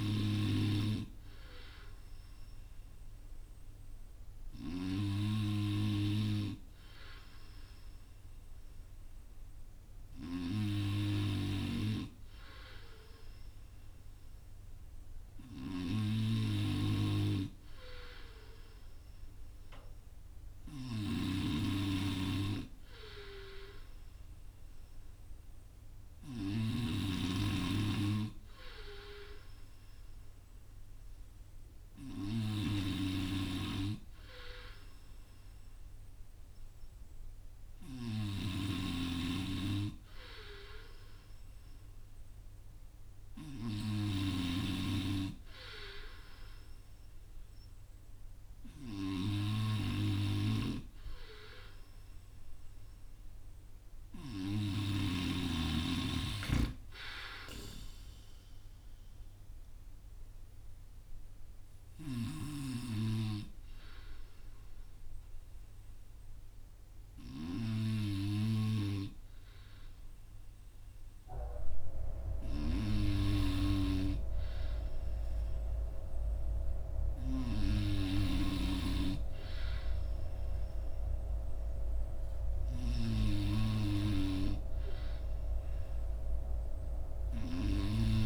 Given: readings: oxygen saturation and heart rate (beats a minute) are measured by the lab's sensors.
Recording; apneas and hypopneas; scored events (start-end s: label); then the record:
breathing in sleep by a room microphone; none
38.50-44.50 s: snoring (device-marked)
From the record:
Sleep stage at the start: N3 (deep sleep); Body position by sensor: on the front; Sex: male